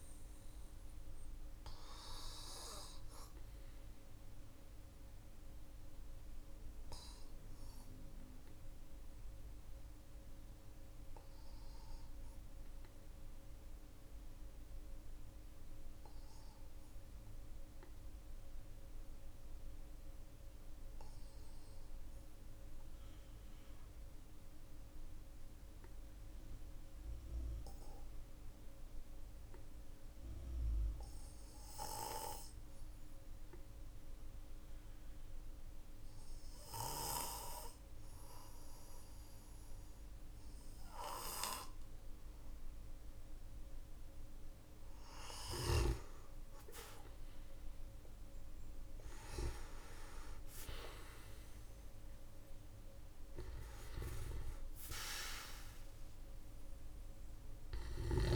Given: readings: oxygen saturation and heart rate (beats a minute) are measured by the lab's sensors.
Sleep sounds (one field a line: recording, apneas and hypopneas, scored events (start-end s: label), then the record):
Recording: breathing in sleep by a room microphone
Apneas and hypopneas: 1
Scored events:
6.00-42.50 s: obstructive apnea (oxygen 98% before, 92% lowest, heart rate 49 before, 43 extreme, up 16 after)
44.00-47.50 s: arousal
44.00-58.36 s: oxygen desaturation (device-marked, oxygen 99% before, 92% lowest, heart rate 50 before, 46 extreme)
From the record:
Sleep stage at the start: N2 (light sleep)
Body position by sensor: on the back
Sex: male